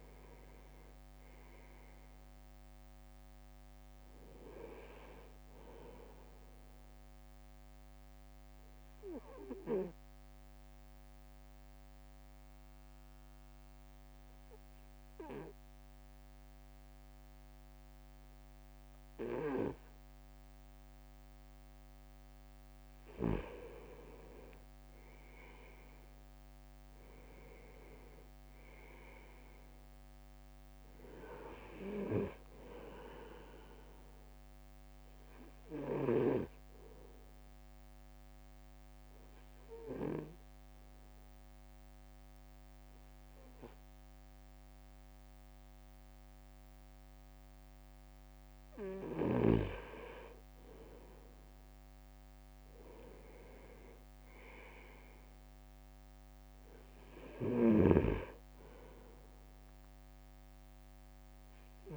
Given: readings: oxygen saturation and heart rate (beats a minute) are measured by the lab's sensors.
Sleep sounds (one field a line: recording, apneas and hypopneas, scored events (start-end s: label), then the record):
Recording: breathing in sleep by a microphone on the trachea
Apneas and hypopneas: 2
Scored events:
0.00-2.50 s: arousal
0.00-9.00 s: drop in pulse transit time (device-marked, heart rate 54 extreme)
8.50-22.00 s: obstructive apnea (oxygen 99% before, 96% lowest, heart rate 57 before, 53 extreme, up 14 after)
24.00-26.50 s: leg movement (device-marked)
24.00-36.00 s: drop in pulse transit time (device-marked, heart rate 56 before, 53 extreme)
25.00-28.50 s: arousal
36.00-48.50 s: obstructive apnea (oxygen 98% before, 96% lowest, heart rate 59 before, 53 extreme, up 5 after)
50.50-54.00 s: arousal
50.50-54.50 s: leg movement (device-marked)
52.00-61.97 s: drop in pulse transit time (device-marked, heart rate 56 before, 53 extreme)
From the record:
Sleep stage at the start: N2 (light sleep)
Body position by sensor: on the right side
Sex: male